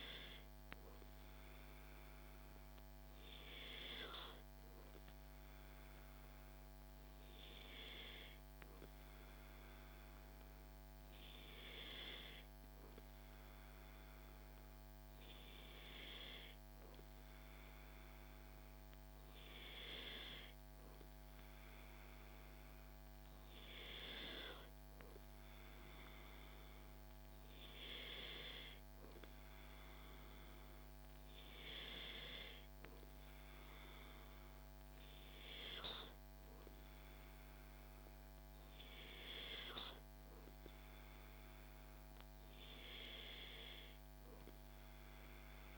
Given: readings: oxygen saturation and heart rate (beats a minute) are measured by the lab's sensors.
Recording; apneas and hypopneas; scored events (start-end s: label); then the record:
breathing in sleep by a microphone on the trachea; none
none scored
From the record:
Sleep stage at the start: N2 (light sleep); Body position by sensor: on the back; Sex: male